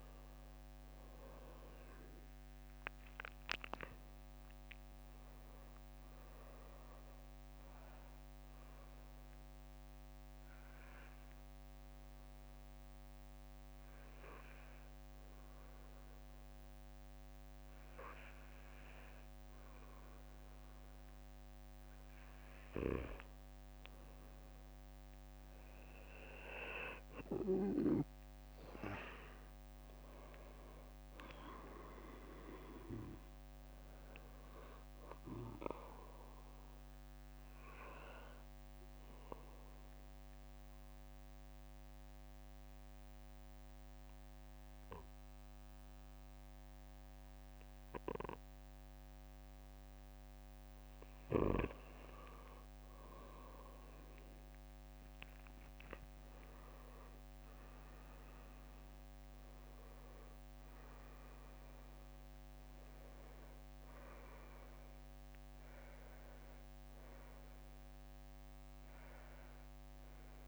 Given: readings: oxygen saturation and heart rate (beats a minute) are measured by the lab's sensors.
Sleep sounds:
breathing in sleep by a microphone on the trachea; 2
0.00-2.50 s: arousal
5.00-19.00 s: oxygen desaturation (device-marked, oxygen 97% before, 93% lowest, heart rate 61 before, 57 extreme)
10.00-22.50 s: obstructive apnea (oxygen 97% before, 92% lowest, heart rate 64 before, 56 extreme, up 10 after)
27.00-31.50 s: arousal
29.00-46.00 s: oxygen desaturation (device-marked, oxygen 97% before, 93% lowest, heart rate 61 before, 56 extreme)
38.00-50.50 s: obstructive apnea (oxygen 97% before, 92% lowest, heart rate 64 before, 55 extreme, up 15 after)
53.50-58.50 s: arousal
61.00-70.48 s: oxygen desaturation (device-marked, oxygen 96% before, 92% lowest, heart rate 62 before, 54 extreme)
From the record:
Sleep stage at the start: N2 (light sleep); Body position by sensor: on the back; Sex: male

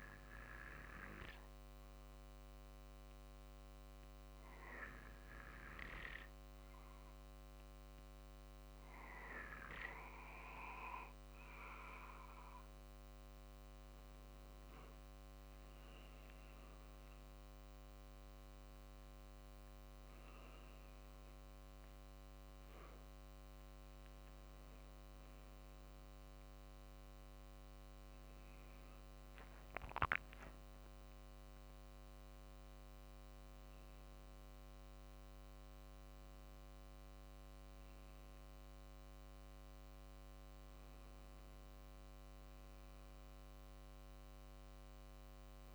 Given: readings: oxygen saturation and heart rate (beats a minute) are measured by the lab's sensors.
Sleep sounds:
breathing in sleep by a microphone on the trachea; none
17.00-36.00 s: drop in pulse transit time (device-marked, heart rate 49 before, 51 extreme)
22.50-28.50 s: arousal
From the record:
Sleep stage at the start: N2 (light sleep); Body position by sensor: on the back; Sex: male

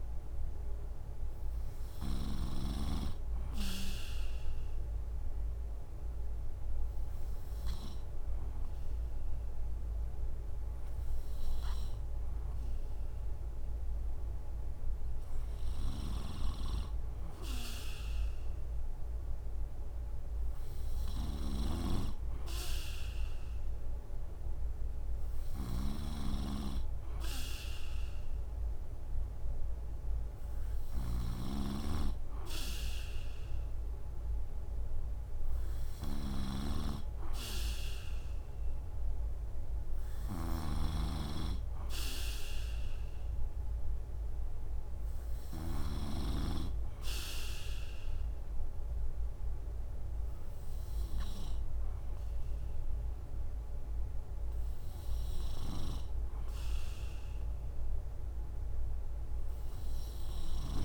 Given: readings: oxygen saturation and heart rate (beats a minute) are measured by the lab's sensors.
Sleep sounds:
breathing in sleep by a room microphone; none
0.00-2.50 s: snoring (device-marked)
15.50-46.00 s: snoring (device-marked)
From the record:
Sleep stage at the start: N2 (light sleep); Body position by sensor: on the right side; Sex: male

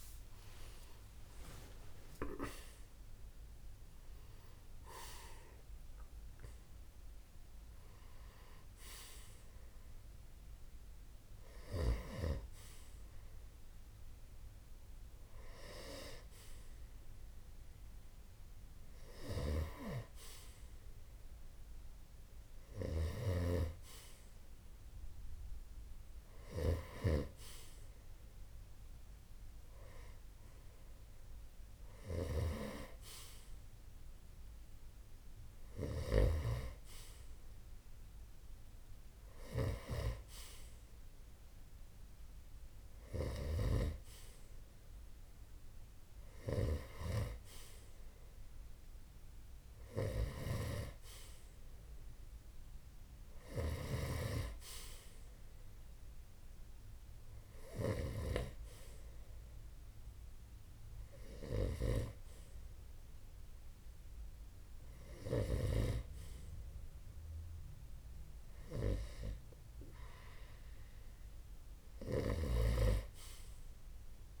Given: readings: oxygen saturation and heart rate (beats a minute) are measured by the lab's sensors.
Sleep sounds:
breathing in sleep by a room microphone; none
0.00-3.50 s: arousal
18.50-36.00 s: snoring (device-marked)
49.50-53.50 s: snoring (device-marked)
From the record:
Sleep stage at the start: N2 (light sleep); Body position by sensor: on the right side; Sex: male

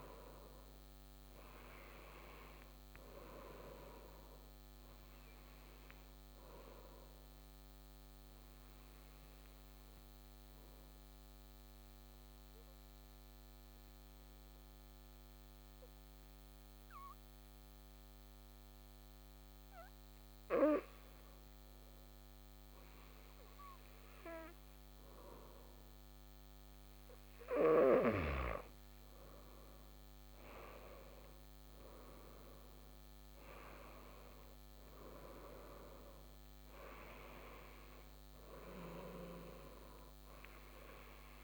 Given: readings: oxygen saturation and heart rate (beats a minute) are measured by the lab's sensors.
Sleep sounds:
breathing in sleep by a microphone on the trachea; 1
6.50-25.00 s: obstructive apnea (oxygen 97% before, 92% lowest, heart rate 77 before, 39 extreme, up 30 after)
28.00-33.50 s: arousal
From the record:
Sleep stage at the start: N2 (light sleep); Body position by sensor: on the back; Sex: male

